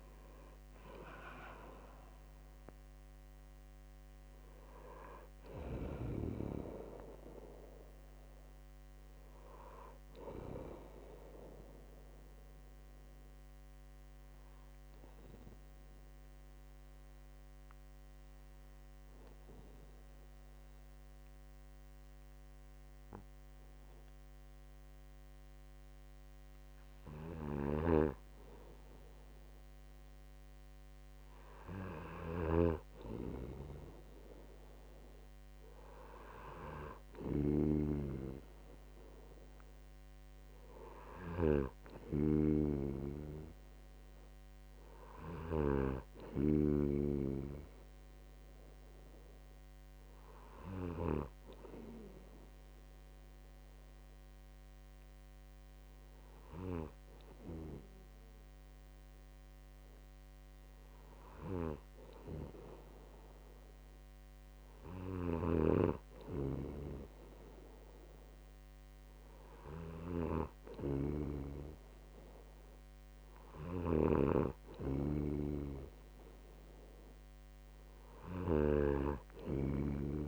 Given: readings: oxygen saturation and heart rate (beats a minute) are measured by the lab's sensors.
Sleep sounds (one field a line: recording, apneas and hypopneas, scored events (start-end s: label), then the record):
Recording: breathing in sleep by a microphone on the trachea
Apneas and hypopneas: 2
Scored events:
14.00-27.00 s: hypopnea (oxygen 95% before, 91% lowest, heart rate 66 before, 61 extreme, up 2 after)
28.00-52.00 s: snoring (device-marked)
29.50-32.50 s: arousal
53.50-64.50 s: hypopnea (oxygen 99% before, 95% lowest, heart rate 63 before, 62 extreme, up 0 after)
66.00-79.50 s: snoring (device-marked)
67.00-70.00 s: arousal
From the record:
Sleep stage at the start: N2 (light sleep)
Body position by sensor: on the right side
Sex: male